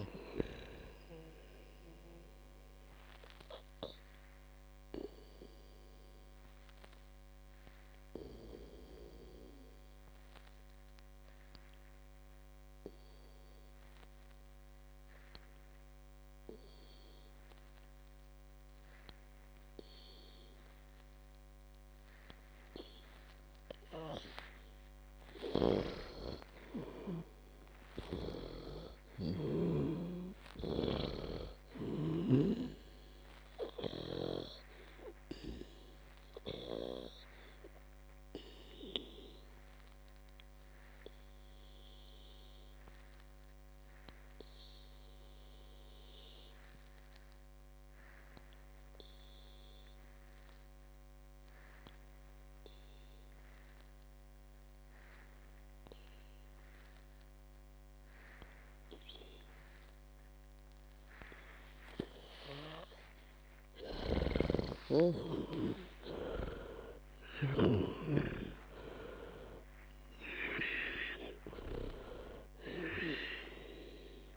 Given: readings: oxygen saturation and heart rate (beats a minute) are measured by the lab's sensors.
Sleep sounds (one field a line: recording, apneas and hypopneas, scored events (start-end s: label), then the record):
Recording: breathing in sleep by a microphone on the trachea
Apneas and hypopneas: 2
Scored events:
0.00-20.00 s: oxygen desaturation (device-marked, oxygen 90% lowest, heart rate 58 extreme)
3.00-25.00 s: obstructive apnea (oxygen 98% before, 90% lowest, heart rate 95 before, 58 extreme, up 50 after)
26.00-33.00 s: snoring (device-marked)
26.50-30.50 s: arousal
33.00-51.00 s: oxygen desaturation (device-marked, oxygen 99% before, 94% lowest, heart rate 83 before, 58 extreme)
33.50-63.50 s: obstructive apnea (oxygen 99% before, 90% lowest, heart rate 83 before, 55 extreme, up 25 after)
63.00-74.37 s: oxygen desaturation (device-marked, oxygen 98% before, 90% lowest, heart rate 73 before, 55 extreme)
64.50-68.50 s: snoring (device-marked)
65.00-70.00 s: arousal
From the record:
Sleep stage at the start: N2 (light sleep)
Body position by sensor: on the back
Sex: female